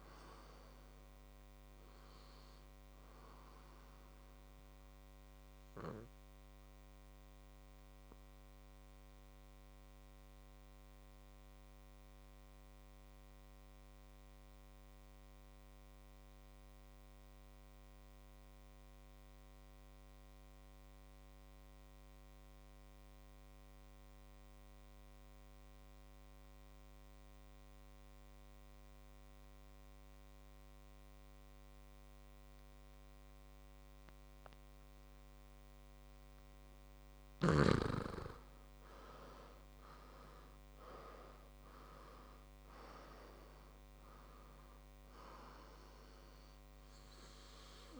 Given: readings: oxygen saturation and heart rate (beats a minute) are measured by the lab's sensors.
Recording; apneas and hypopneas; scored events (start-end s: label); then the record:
breathing in sleep by a microphone on the trachea; 1
0.00-17.50 s: oxygen desaturation (device-marked, oxygen 88% lowest, heart rate 54 extreme)
8.50-37.00 s: mixed apnea (oxygen 98% before, 88% lowest, heart rate 62 before, 56 extreme, up 10 after)
34.50-47.99 s: oxygen desaturation (device-marked, oxygen 99% before, 89% lowest, heart rate 59 before, 56 extreme)
39.00-43.50 s: arousal
From the record:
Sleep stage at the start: N2 (light sleep); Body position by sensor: on the back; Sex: male